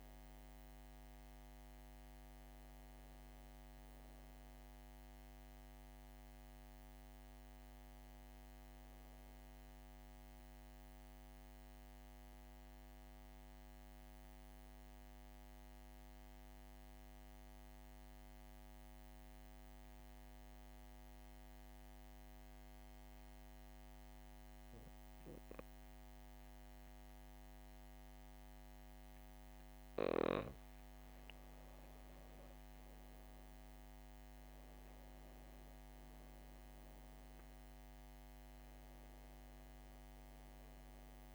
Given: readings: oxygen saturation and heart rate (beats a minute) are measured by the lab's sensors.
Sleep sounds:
breathing in sleep, hard to hear, by a microphone on the trachea; 1
18.00-30.50 s: hypopnea (oxygen 97% before, 92% lowest, heart rate 64 before, 60 extreme, up 5 after)
32.00-36.00 s: arousal
From the record:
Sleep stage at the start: N2 (light sleep); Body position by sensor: on the back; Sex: female

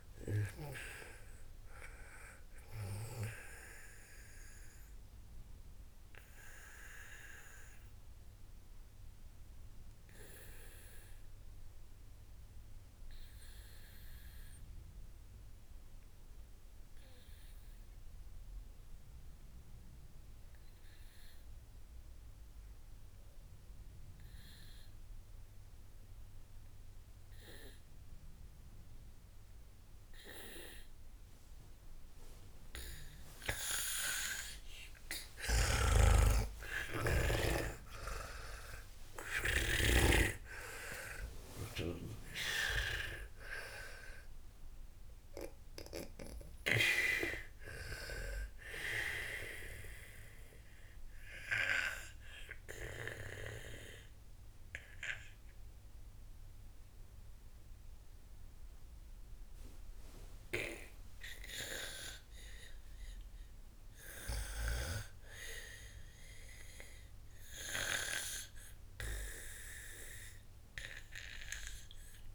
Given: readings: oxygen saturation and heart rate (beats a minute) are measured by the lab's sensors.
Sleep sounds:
breathing in sleep by a room microphone; 2
0.00-1.50 s: snoring (device-marked)
0.00-13.00 s: oxygen desaturation (device-marked, oxygen 93% lowest, heart rate 55 extreme)
4.50-35.00 s: obstructive apnea (oxygen 99% before, 90% lowest, heart rate 97 before, 55 extreme)
31.00-67.00 s: oxygen desaturation (device-marked, oxygen 98% before, 90% lowest, heart rate 57 before, 56 extreme)
36.00-40.50 s: arousal
36.00-40.50 s: snoring (device-marked)
50.50-64.00 s: obstructive apnea (oxygen 98% before, 90% lowest, heart rate 103 before, 56 extreme, up 12 after)
66.50-70.50 s: arousal
From the record:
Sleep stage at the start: N2 (light sleep); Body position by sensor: on the back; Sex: female

